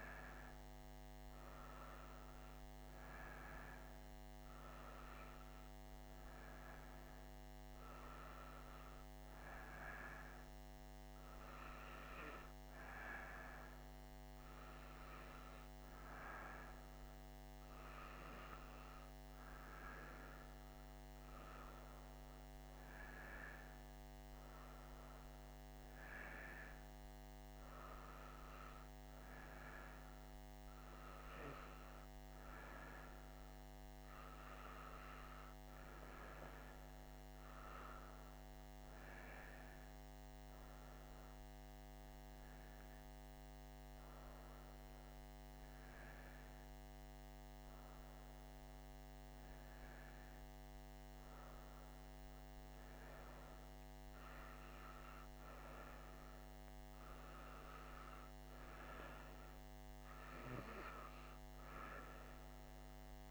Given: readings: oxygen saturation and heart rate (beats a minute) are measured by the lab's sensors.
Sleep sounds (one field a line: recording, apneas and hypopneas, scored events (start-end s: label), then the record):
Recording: breathing in sleep by a microphone on the trachea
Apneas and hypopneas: none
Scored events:
none scored
From the record:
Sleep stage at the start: N1 (lightest sleep)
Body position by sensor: on the right side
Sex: female